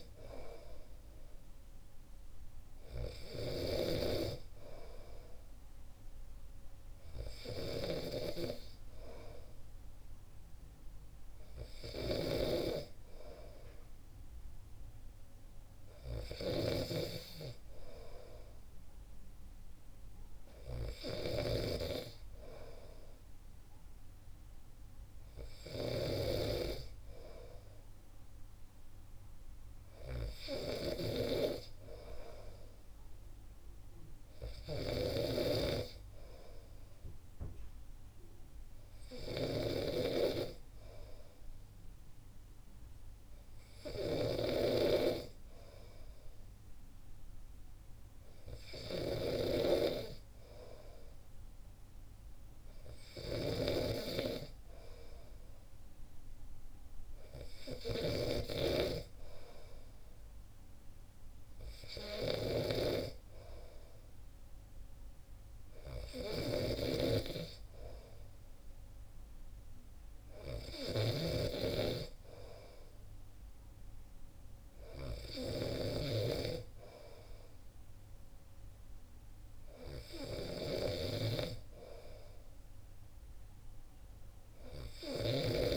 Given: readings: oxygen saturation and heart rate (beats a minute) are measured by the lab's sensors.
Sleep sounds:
breathing in sleep by a room microphone; none
7.50-26.00 s: snoring (device-marked)
35.00-39.50 s: snoring (device-marked)
66.00-76.00 s: snoring (device-marked)
From the record:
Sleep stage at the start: N2 (light sleep); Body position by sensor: on the back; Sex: male

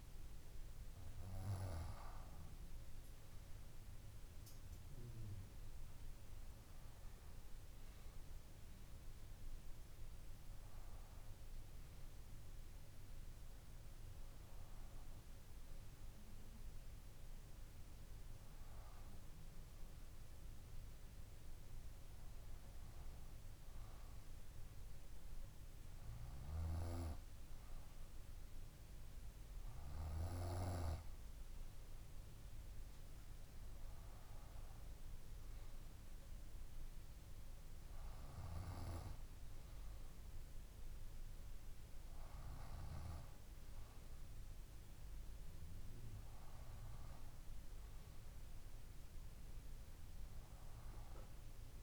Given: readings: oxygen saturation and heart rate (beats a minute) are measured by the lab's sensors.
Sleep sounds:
breathing in sleep by a room microphone; none
none scored
From the record:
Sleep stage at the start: N2 (light sleep); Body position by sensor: on the front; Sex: female

